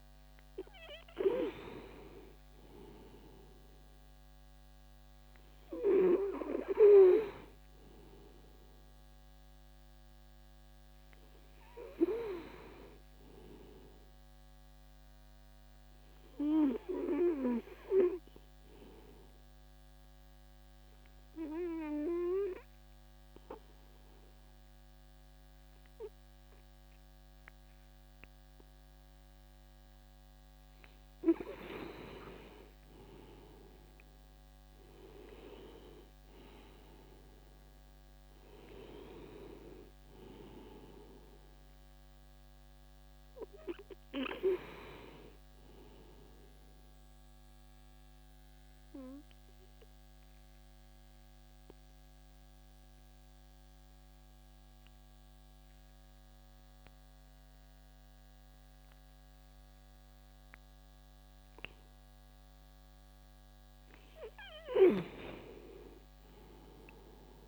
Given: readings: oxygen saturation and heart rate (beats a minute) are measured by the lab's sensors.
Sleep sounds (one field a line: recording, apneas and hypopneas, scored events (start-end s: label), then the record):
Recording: breathing in sleep by a microphone on the trachea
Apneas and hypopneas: 2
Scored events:
18.00-30.50 s: obstructive apnea (oxygen 96% before, 93% lowest, heart rate 72 before, 66 extreme, up 15 after)
32.50-37.00 s: arousal
36.50-56.50 s: oxygen desaturation (device-marked, oxygen 96% before, 93% lowest, heart rate 70 before, 61 extreme)
46.00-62.50 s: obstructive apnea (oxygen 97% before, 91% lowest, heart rate 72 before, 61 extreme, up 9 after)
64.50-67.48 s: arousal
From the record:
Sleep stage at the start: N2 (light sleep)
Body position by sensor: on the back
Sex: male